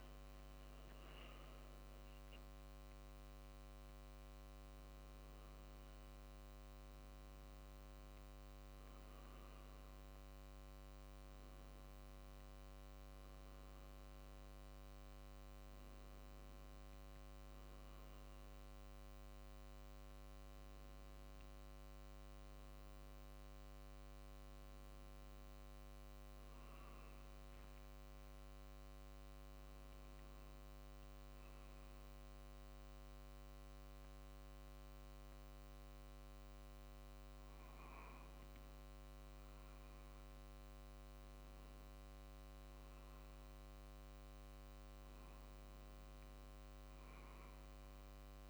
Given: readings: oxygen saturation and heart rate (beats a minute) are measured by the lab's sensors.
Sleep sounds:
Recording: breathing in sleep, hard to hear, by a microphone on the trachea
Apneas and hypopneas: 1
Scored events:
0.00-13.00 s: drop in pulse transit time (device-marked, heart rate 50 extreme)
16.50-21.00 s: arousal
24.00-40.00 s: oxygen desaturation (device-marked, oxygen 94% before, 91% lowest, heart rate 50 before, 47 extreme)
26.00-39.00 s: hypopnea (oxygen 94% before, 91% lowest, heart rate 49 before, 47 extreme, up 3 after)
40.50-44.00 s: arousal
From the record:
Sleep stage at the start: N2 (light sleep)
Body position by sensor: on the back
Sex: male

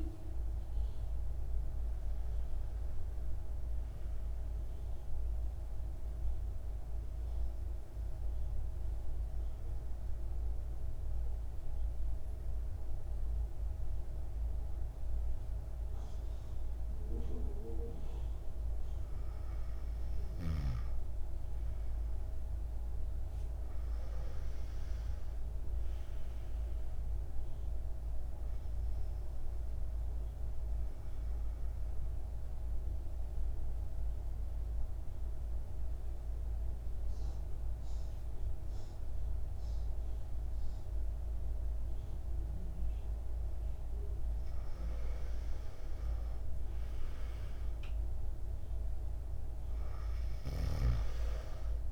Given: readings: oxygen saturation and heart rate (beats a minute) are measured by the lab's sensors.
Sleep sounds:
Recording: breathing in sleep, hard to hear, by a room microphone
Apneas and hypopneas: 2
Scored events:
0.00-2.50 s: oxygen desaturation (device-marked, oxygen 92% lowest, heart rate 52 extreme)
2.00-4.50 s: arousal
5.50-18.50 s: obstructive apnea (oxygen 99% before, 90% lowest, heart rate 57 before, 52 extreme, up 6 after)
20.50-24.50 s: arousal
28.50-45.50 s: oxygen desaturation (device-marked, oxygen 96% before, 90% lowest, heart rate 55 before, 52 extreme)
31.00-43.00 s: mixed apnea (oxygen 97% before, 90% lowest, heart rate 55 before, 53 extreme, up 6 after)
44.50-48.50 s: arousal
From the record:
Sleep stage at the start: N2 (light sleep)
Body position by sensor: on the back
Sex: male

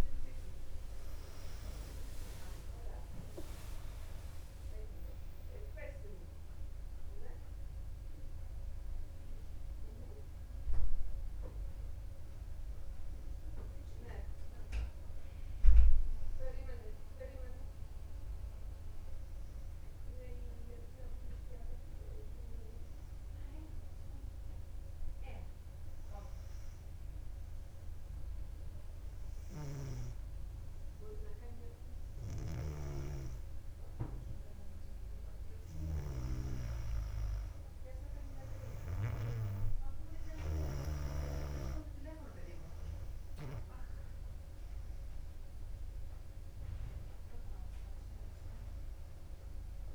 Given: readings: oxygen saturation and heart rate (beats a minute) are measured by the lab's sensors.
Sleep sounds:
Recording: breathing in sleep by a room microphone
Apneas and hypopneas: 1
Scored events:
3.00-7.50 s: arousal
23.50-35.50 s: hypopnea (oxygen 98% before, 95% lowest, heart rate 62 before, 59 extreme, up 1 after)
48.50-49.94 s: arousal
From the record:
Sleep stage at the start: N2 (light sleep)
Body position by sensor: on the back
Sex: female

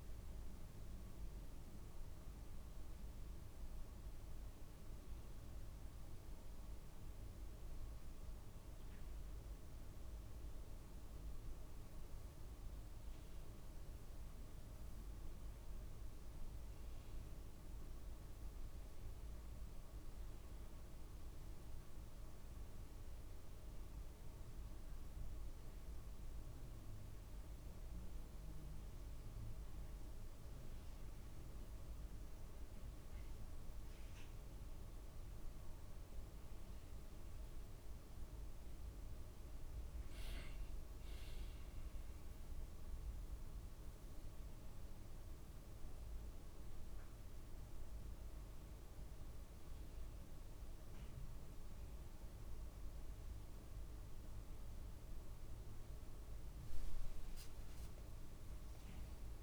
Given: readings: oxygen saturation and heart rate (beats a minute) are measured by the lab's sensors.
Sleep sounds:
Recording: a person awake in a sleep study, hard to hear, by a room microphone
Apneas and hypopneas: none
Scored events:
none scored
From the record:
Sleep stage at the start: awake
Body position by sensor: on the back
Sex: male

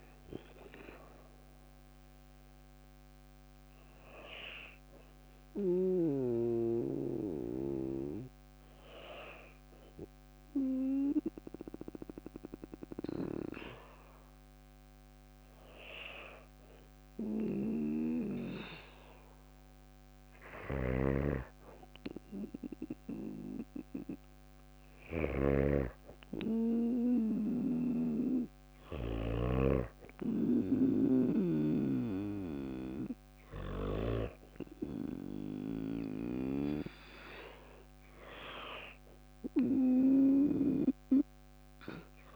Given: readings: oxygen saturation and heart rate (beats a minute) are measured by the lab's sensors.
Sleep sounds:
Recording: breathing in sleep by a microphone on the trachea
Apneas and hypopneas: none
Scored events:
0.00-1.00 s: oxygen desaturation (device-marked, oxygen 92% lowest, heart rate 55 extreme)
19.50-28.50 s: snoring (device-marked)
23.00-42.36 s: new sleep stage, N2 (light sleep)
From the record:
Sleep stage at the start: N1 (lightest sleep)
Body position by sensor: on the back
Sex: female

